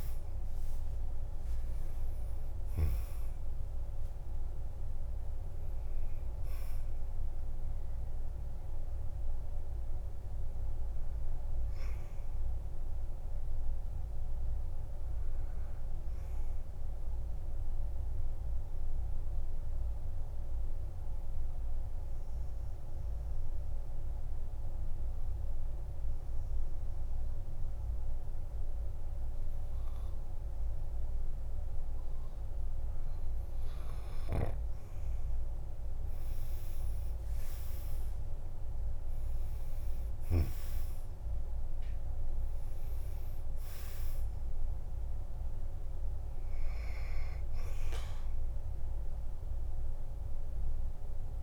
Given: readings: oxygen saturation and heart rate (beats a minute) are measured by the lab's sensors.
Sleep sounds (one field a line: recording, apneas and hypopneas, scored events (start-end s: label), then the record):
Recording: breathing in sleep, hard to hear, by a room microphone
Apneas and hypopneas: 1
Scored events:
0.00-21.00 s: oxygen desaturation (device-marked, oxygen 92% lowest, heart rate 47 extreme)
15.00-33.00 s: obstructive apnea (oxygen 98% before, 92% lowest, heart rate 57 before, 47 extreme, up 11 after)
36.00-51.43 s: oxygen desaturation (device-marked, oxygen 98% before, 92% lowest, heart rate 52 before, 47 extreme)
36.50-40.50 s: arousal
From the record:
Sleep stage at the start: N2 (light sleep)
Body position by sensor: on the back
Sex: male